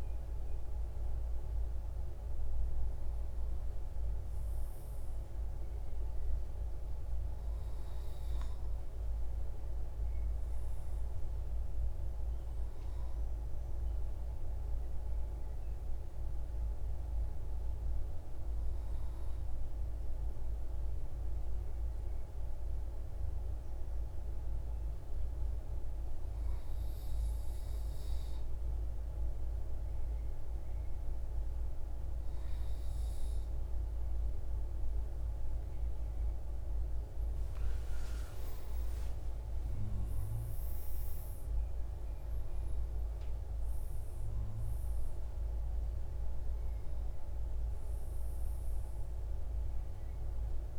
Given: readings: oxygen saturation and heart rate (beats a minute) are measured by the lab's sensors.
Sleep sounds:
breathing in sleep, hard to hear, by a room microphone; 1
0.50-18.50 s: oxygen desaturation (device-marked, oxygen 98% before, 94% lowest, heart rate 120 before, 92 extreme)
17.00-36.50 s: mixed apnea (oxygen 98% before, 94% lowest, heart rate 122 before, 98 extreme)
From the record:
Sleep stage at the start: N2 (light sleep); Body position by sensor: on the right side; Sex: male

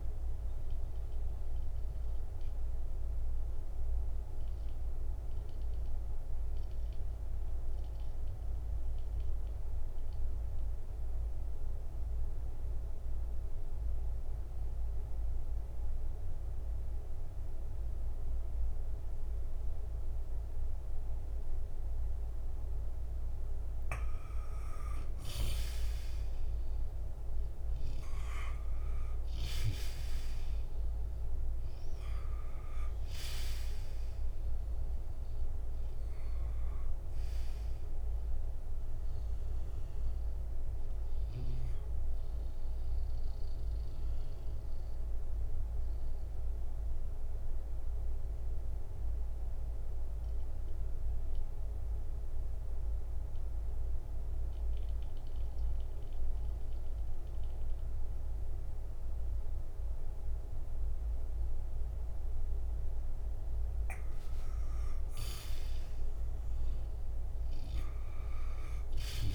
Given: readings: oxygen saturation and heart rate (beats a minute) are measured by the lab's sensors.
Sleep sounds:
breathing in sleep, hard to hear, by a room microphone; 2
0.00-13.00 s: oxygen desaturation (device-marked, oxygen 88% lowest, heart rate 56 extreme)
1.00-23.00 s: mixed apnea (oxygen 96% before, 88% lowest, heart rate 61 before, 57 extreme, up 7 after)
24.00-28.50 s: arousal
27.00-53.00 s: oxygen desaturation (device-marked, oxygen 97% before, 89% lowest, heart rate 63 before, 56 extreme)
43.00-64.00 s: mixed apnea (oxygen 97% before, 89% lowest, heart rate 61 before, 56 extreme, up 13 after)
47.00-69.35 s: new sleep stage, N2 (light sleep)
65.00-69.35 s: arousal
From the record:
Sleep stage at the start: N1 (lightest sleep); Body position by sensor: on the back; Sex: male

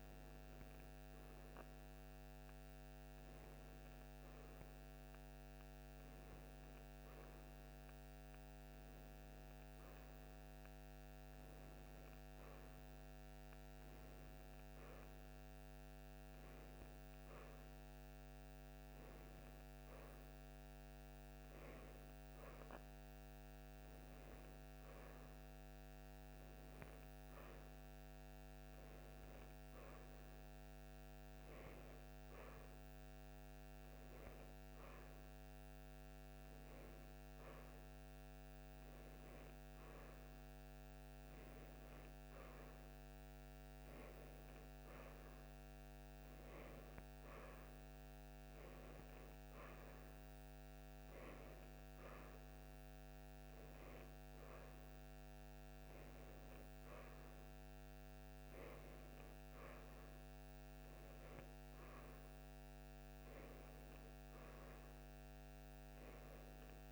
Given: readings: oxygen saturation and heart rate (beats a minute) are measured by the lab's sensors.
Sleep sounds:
breathing in sleep, hard to hear, by a microphone on the trachea; none
none scored
From the record:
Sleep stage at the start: N1 (lightest sleep); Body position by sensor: on the right side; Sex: female

